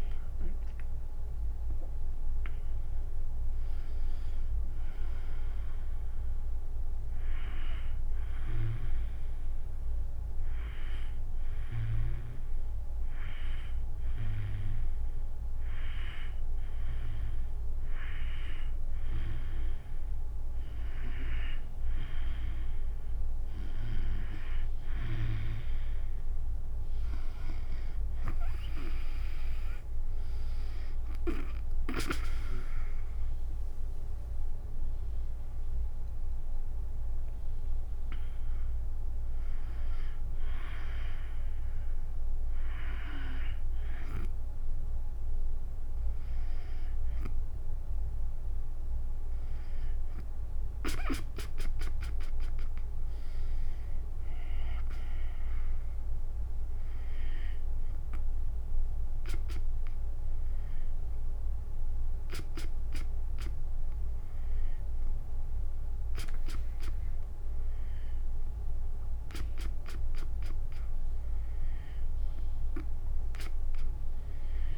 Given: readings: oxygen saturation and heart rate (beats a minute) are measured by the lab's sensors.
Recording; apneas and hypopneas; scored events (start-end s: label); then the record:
breathing in sleep by a room microphone; 1
0.00-2.50 s: arousal
0.00-9.50 s: drop in pulse transit time (device-marked, heart rate 72 extreme)
0.00-14.50 s: oxygen desaturation (device-marked, oxygen 92% lowest, heart rate 66 extreme)
8.00-21.00 s: hypopnea (oxygen 97% before, 92% lowest, heart rate 81 before, 66 extreme, up 3 after)
26.50-31.00 s: arousal
27.50-46.50 s: oxygen desaturation (device-marked, oxygen 97% before, 92% lowest, heart rate 68 before, 66 extreme)
31.50-42.50 s: drop in pulse transit time (device-marked, heart rate 68 before, 75 extreme)
54.50-64.50 s: drop in pulse transit time (device-marked, heart rate 75 before, 72 extreme)
From the record:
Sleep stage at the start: N2 (light sleep); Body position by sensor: on the back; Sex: female